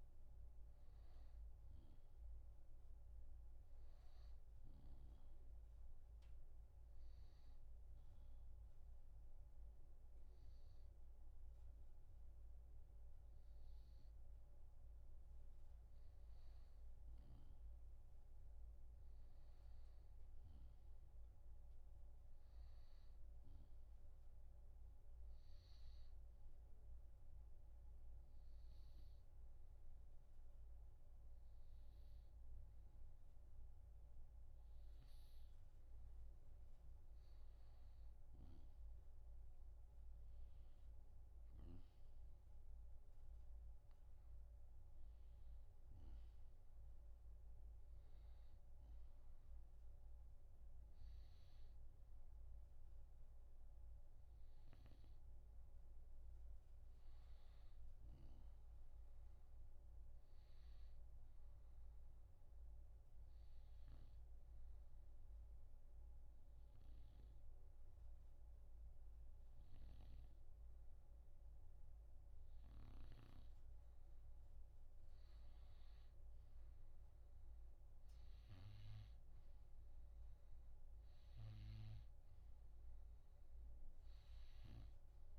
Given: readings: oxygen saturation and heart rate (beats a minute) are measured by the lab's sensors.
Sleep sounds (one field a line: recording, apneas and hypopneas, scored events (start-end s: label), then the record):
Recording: breathing in sleep, hard to hear, by a room microphone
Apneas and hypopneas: 3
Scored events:
5.50-16.50 s: obstructive apnea (oxygen 94% before, 92% lowest, heart rate 67 before, 64 extreme, up 3 after)
10.00-85.39 s: new sleep stage, N2 (light sleep)
18.00-21.50 s: arousal
25.00-36.00 s: obstructive apnea (oxygen 95% before, 92% lowest, heart rate 66 before, 65 extreme, up 4 after)
40.50-44.50 s: arousal
61.00-73.00 s: obstructive apnea (oxygen 95% before, 91% lowest, heart rate 68 before, 65 extreme, up 1 after)
75.50-80.00 s: arousal
From the record:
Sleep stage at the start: N1 (lightest sleep)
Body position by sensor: on the right side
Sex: male